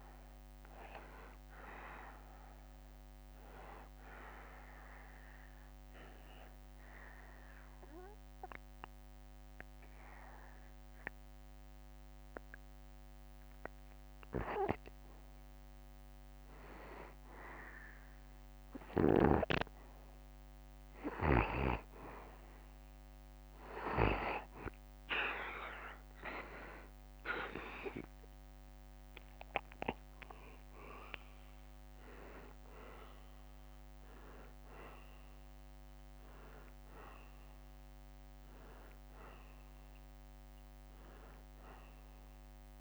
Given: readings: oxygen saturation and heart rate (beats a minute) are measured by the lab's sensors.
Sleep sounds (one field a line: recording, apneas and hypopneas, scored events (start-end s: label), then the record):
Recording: breathing in sleep by a microphone on the trachea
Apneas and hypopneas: 1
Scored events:
0.00-10.50 s: oxygen desaturation (device-marked, oxygen 90% lowest, heart rate 68 extreme)
4.00-15.00 s: obstructive apnea (oxygen 96% before, 90% lowest, heart rate 73 before, 68 extreme, up 4 after)
18.00-21.50 s: arousal
26.50-42.81 s: oxygen desaturation (device-marked, oxygen 95% before, 91% lowest, heart rate 71 before, 72 extreme)
From the record:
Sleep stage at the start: N2 (light sleep)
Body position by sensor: on the back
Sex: male